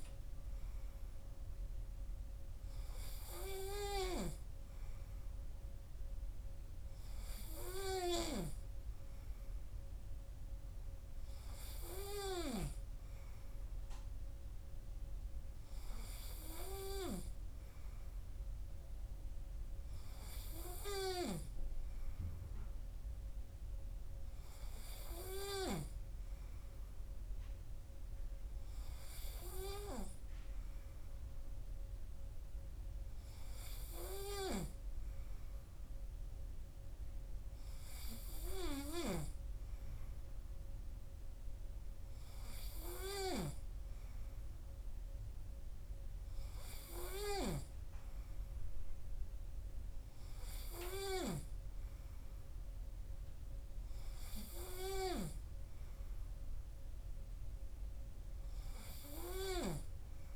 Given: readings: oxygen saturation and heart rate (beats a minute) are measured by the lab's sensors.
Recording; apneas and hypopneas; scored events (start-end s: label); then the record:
breathing in sleep by a room microphone; none
none scored
From the record:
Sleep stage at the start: N3 (deep sleep); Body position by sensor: on the right side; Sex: male